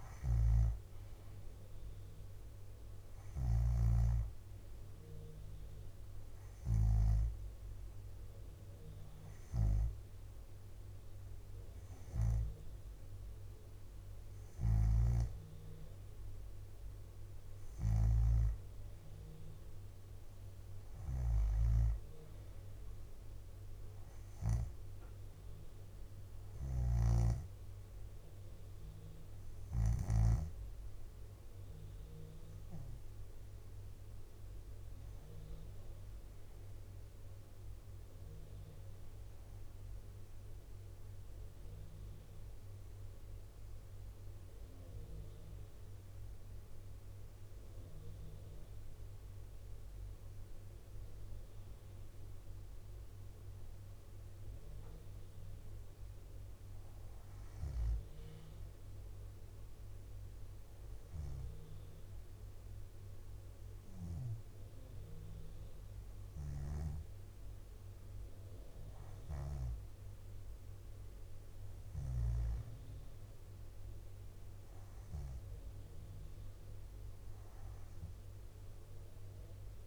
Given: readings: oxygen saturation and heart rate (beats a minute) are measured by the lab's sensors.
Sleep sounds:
breathing in sleep by a room microphone; none
0.00-1.50 s: arousal
0.00-1.50 s: oxygen desaturation (device-marked, oxygen 88% lowest, heart rate 60 extreme)
0.00-2.00 s: leg movement (device-marked)
0.00-7.00 s: snoring (device-marked)
7.50-21.50 s: drop in pulse transit time (device-marked, heart rate 63 before, 64 extreme)
14.50-18.00 s: snoring (device-marked)
26.50-30.00 s: snoring (device-marked)
29.00-36.50 s: leg movement (device-marked)
35.50-37.50 s: bradycardia (device-marked, heart rate 64 before, 64 extreme)
46.50-48.50 s: bradycardia (device-marked, heart rate 64 before, 60 extreme)
54.50-56.50 s: bradycardia (device-marked, heart rate 64 before, 61 extreme)
66.00-72.50 s: snoring (device-marked)
From the record:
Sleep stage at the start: N2 (light sleep); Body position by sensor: on the back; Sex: female

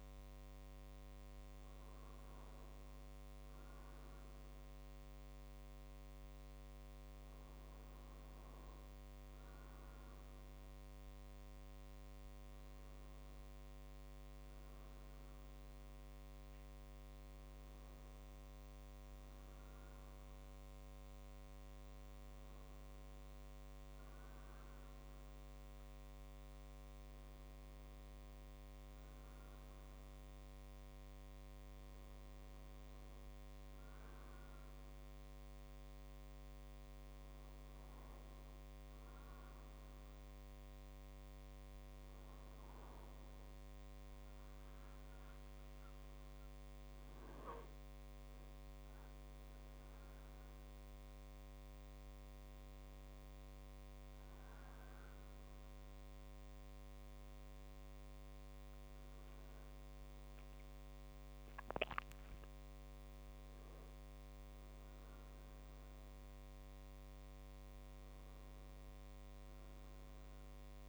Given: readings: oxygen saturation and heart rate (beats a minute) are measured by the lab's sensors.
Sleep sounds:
breathing in sleep, hard to hear, by a microphone on the trachea; none
58.00-61.50 s: arousal
From the record:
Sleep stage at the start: N1 (lightest sleep); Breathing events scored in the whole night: 152 in 6.6 hours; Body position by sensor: on the right side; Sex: male

